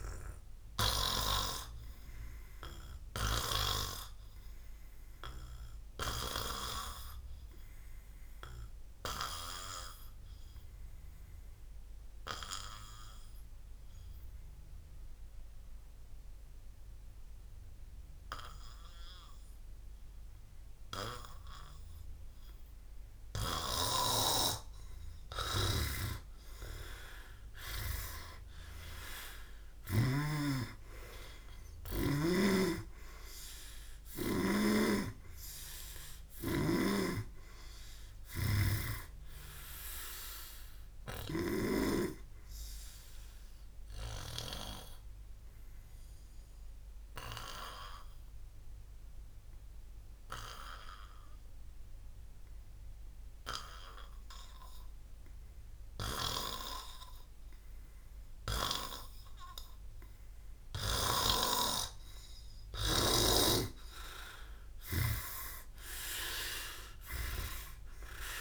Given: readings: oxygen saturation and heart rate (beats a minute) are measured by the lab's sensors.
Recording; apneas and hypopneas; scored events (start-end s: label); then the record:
breathing in sleep by a room microphone; 2
0.00-12.50 s: oxygen desaturation (device-marked, oxygen 93% lowest, heart rate 48 extreme)
1.50-24.00 s: obstructive apnea (oxygen 98% before, 91% lowest, heart rate 93 before, 48 extreme)
19.50-26.50 s: oxygen desaturation (device-marked, oxygen 94% before, 91% lowest, heart rate 71 before, 49 extreme)
24.00-30.00 s: snoring (device-marked)
28.00-32.50 s: arousal
32.00-41.50 s: snoring (device-marked)
33.50-50.50 s: oxygen desaturation (device-marked, oxygen 98% before, 92% lowest, heart rate 73 before, 29 extreme)
41.50-62.00 s: obstructive apnea (oxygen 98% before, 91% lowest, heart rate 94 before, 29 extreme, up 59 after)
66.00-68.41 s: arousal
From the record:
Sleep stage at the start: N2 (light sleep); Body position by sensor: on the back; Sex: male